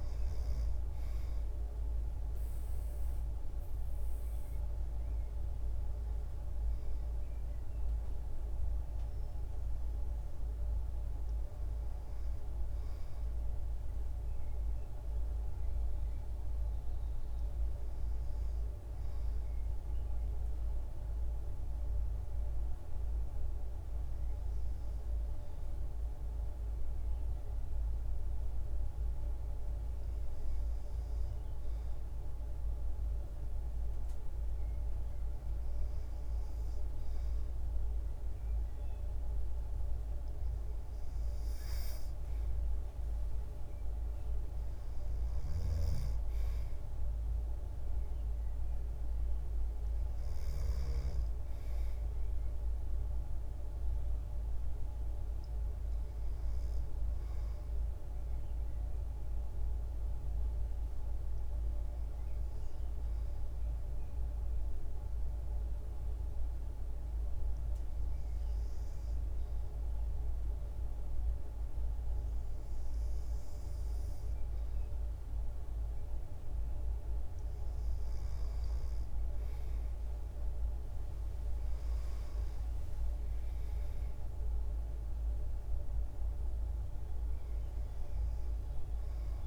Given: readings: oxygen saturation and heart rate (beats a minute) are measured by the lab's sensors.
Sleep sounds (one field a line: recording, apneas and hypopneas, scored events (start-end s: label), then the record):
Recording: breathing in sleep, hard to hear, by a room microphone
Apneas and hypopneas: 2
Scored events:
0.00-6.50 s: oxygen desaturation (device-marked, oxygen 91% lowest, heart rate 53 extreme)
12.50-15.50 s: arousal
18.00-31.00 s: hypopnea (oxygen 95% before, 92% lowest, heart rate 55 before, 53 extreme, up 0 after)
34.50-38.00 s: arousal
59.50-75.00 s: hypopnea (oxygen 94% before, 88% lowest, heart rate 58 before, 54 extreme, up 8 after)
78.00-81.50 s: arousal
79.50-89.47 s: oxygen desaturation (device-marked, oxygen 95% before, 91% lowest, heart rate 55 before, 54 extreme)
85.50-89.47 s: new sleep stage, REM sleep
From the record:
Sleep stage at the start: N2 (light sleep)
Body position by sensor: on the back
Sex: female